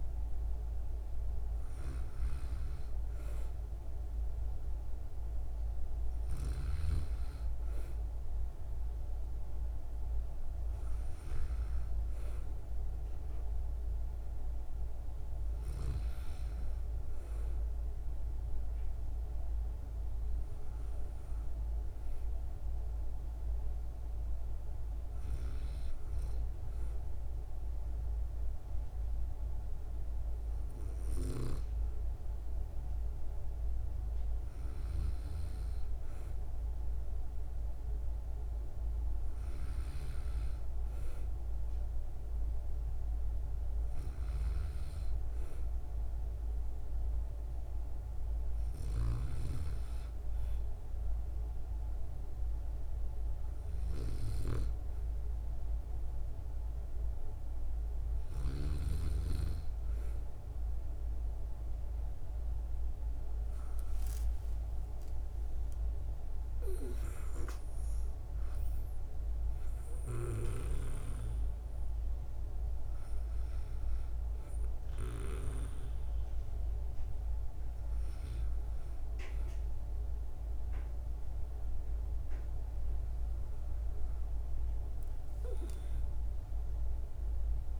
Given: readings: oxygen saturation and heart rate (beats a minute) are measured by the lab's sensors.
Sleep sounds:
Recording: breathing in sleep by a room microphone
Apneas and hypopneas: none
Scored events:
none scored
From the record:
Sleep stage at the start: N2 (light sleep)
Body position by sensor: on the back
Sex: female

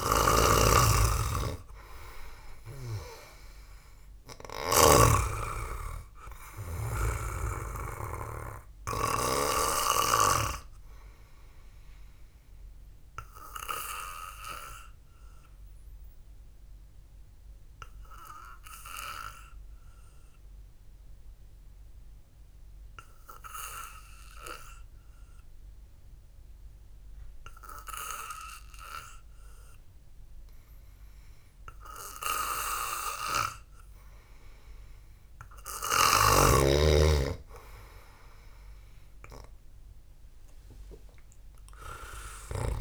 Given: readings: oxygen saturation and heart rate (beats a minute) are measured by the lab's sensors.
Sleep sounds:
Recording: breathing in sleep by a room microphone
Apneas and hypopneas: 1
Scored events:
0.00-1.50 s: arousal
0.50-5.50 s: snoring (device-marked)
2.50-21.50 s: oxygen desaturation (device-marked, oxygen 98% before, 92% lowest, heart rate 67 before, 55 extreme)
7.50-11.00 s: snoring (device-marked)
17.00-31.50 s: obstructive apnea (oxygen 98% before, 91% lowest, heart rate 59 before, 52 extreme)
23.50-31.50 s: oxygen desaturation (device-marked, oxygen 94% before, 91% lowest, heart rate 59 before, 52 extreme)
38.50-42.50 s: arousal
From the record:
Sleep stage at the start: N2 (light sleep)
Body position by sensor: on the back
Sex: male

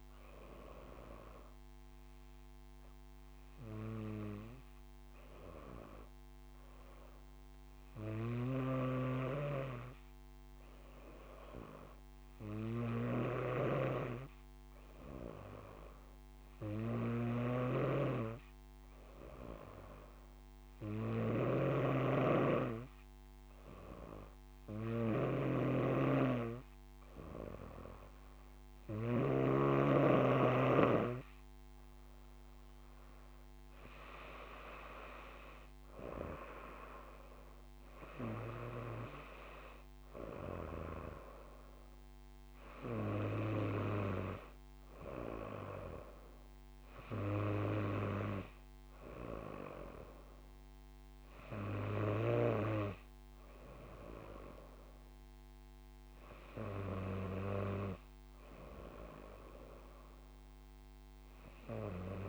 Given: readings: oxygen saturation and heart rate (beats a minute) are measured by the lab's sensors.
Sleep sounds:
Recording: breathing in sleep by a microphone on the trachea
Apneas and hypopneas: 1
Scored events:
0.50-29.50 s: hypopnea (oxygen 96% before, 95% lowest, heart rate 61 before, 61 extreme, up 4 after)
8.50-30.00 s: snoring (device-marked)
32.00-35.50 s: arousal
From the record:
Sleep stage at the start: N2 (light sleep)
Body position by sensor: on the front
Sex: female

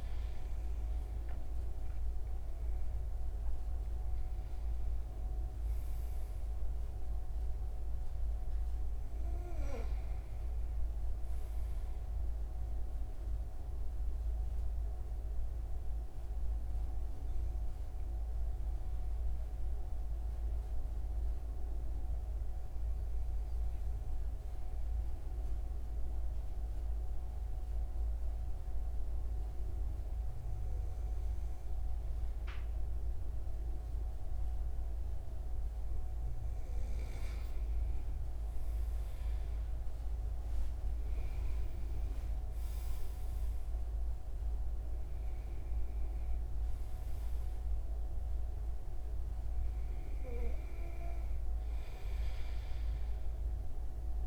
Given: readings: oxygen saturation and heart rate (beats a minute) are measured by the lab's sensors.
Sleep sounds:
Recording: breathing in sleep, hard to hear, by a room microphone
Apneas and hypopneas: 1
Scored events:
14.50-34.00 s: hypopnea (oxygen 97% before, 93% lowest, heart rate 83 before, 77 extreme, up 4 after)
35.00-41.50 s: arousal
From the record:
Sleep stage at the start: N2 (light sleep)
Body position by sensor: on the right side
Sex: male

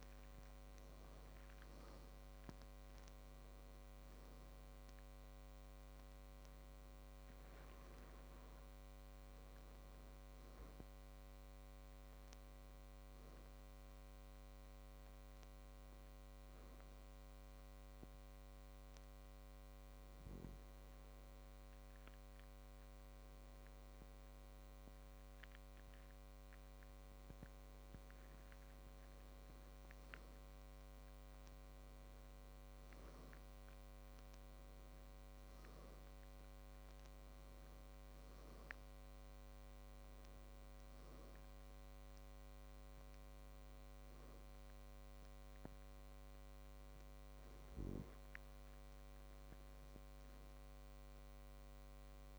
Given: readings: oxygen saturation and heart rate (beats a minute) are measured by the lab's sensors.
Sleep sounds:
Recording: breathing in sleep, hard to hear, by a microphone on the trachea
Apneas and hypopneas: 1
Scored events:
5.00-9.50 s: arousal
17.50-30.00 s: obstructive apnea (oxygen 96% before, 93% lowest, heart rate 67 before, 59 extreme, up 10 after)
32.50-36.50 s: arousal
From the record:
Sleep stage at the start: N2 (light sleep)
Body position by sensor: on the back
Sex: male

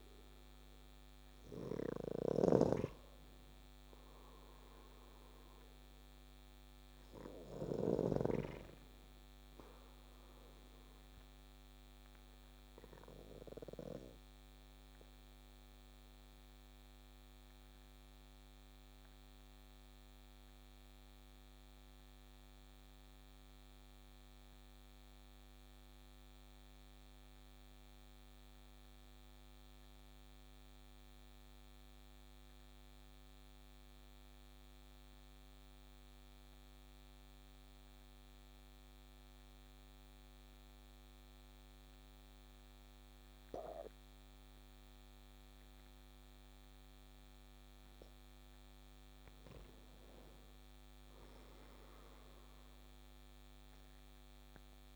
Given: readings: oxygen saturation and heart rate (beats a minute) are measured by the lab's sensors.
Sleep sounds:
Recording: breathing in sleep by a microphone on the trachea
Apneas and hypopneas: 1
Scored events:
0.00-19.00 s: oxygen desaturation (device-marked, oxygen 86% lowest)
12.00-48.50 s: obstructive apnea (oxygen 92% before, 88% lowest)
48.00-54.96 s: oxygen desaturation (device-marked, oxygen 98% before, 94% lowest)
50.00-53.50 s: arousal
From the record:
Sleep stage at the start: N2 (light sleep)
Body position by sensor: on the back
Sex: male

